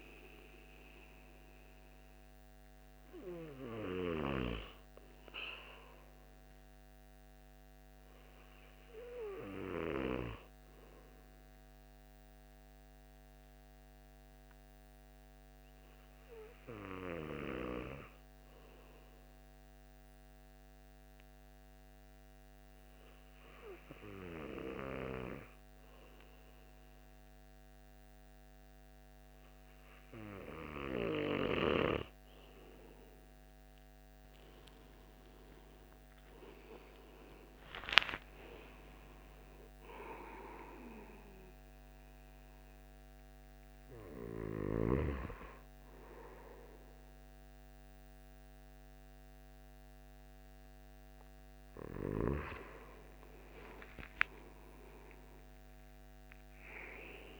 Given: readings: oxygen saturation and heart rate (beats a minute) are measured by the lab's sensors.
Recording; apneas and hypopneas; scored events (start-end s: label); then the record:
breathing in sleep by a microphone on the trachea; 1
0.00-13.00 s: oxygen desaturation (device-marked, oxygen 93% lowest, heart rate 42 extreme)
11.50-32.50 s: hypopnea (oxygen 98% before, 93% lowest, heart rate 75 before, 42 extreme, up 41 after)
34.00-57.40 s: oxygen desaturation (device-marked, oxygen 97% before, 93% lowest, heart rate 62 before, 66 extreme)
36.00-40.00 s: arousal
From the record:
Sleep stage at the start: N2 (light sleep); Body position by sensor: on the back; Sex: male